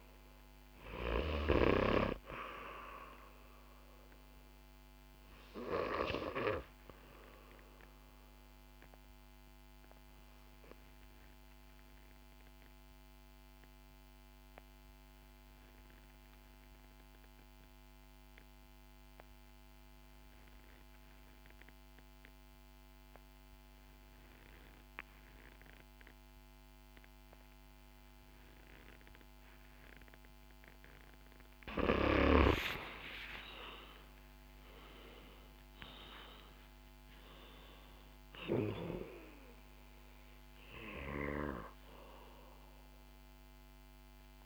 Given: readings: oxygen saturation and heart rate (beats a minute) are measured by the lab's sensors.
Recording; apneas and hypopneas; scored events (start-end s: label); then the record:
breathing in sleep by a microphone on the trachea; 1
0.00-21.00 s: oxygen desaturation (device-marked, oxygen 87% lowest, heart rate 60 extreme)
5.50-31.00 s: obstructive apnea (oxygen 97% before, 87% lowest, heart rate 66 before, 56 extreme, up 19 after)
19.00-21.00 s: long interval between heartbeats (device-marked, heart rate 66 before, 63 extreme)
32.50-37.50 s: arousal
36.00-38.00 s: long interval between heartbeats (device-marked, heart rate 64 before, 78 extreme)
38.00-44.46 s: oxygen desaturation (device-marked, oxygen 97% before, 89% lowest, heart rate 65 before, 56 extreme)
From the record:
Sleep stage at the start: N2 (light sleep); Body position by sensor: on the back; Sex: female